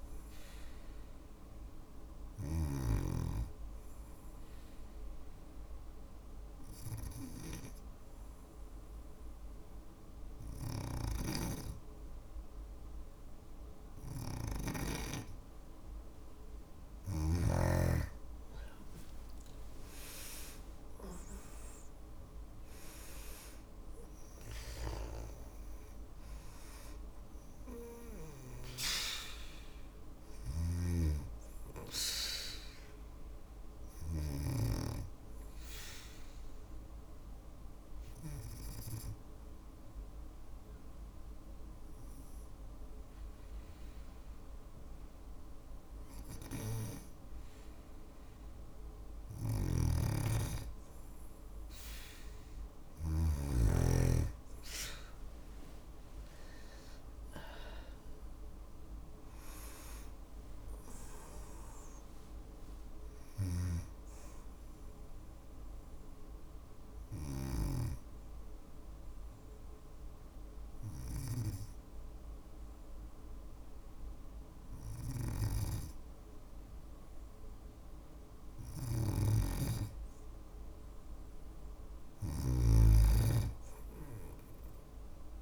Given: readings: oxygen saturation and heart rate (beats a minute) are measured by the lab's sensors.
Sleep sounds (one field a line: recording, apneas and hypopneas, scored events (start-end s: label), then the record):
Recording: breathing in sleep by a room microphone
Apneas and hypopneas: 3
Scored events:
0.00-8.00 s: oxygen desaturation (device-marked, oxygen 93% lowest, heart rate 54 extreme)
2.50-15.00 s: hypopnea (oxygen 97% before, 93% lowest, heart rate 58 before, 55 extreme, up 5 after)
18.00-21.50 s: arousal
23.00-43.00 s: oxygen desaturation (device-marked, oxygen 97% before, 93% lowest, heart rate 56 before, 54 extreme)
29.50-33.50 s: snoring (device-marked)
34.00-47.50 s: obstructive apnea (oxygen 97% before, 93% lowest, heart rate 57 before, 53 extreme, up 3 after)
48.50-52.50 s: snoring (device-marked)
55.50-59.00 s: arousal
59.00-78.00 s: oxygen desaturation (device-marked, oxygen 97% before, 93% lowest, heart rate 56 before, 53 extreme)
65.50-76.50 s: hypopnea (oxygen 97% before, 93% lowest, heart rate 57 before, 53 extreme, up 4 after)
78.00-85.42 s: snoring (device-marked)
80.50-84.00 s: arousal
From the record:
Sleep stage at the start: N2 (light sleep)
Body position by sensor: on the back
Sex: female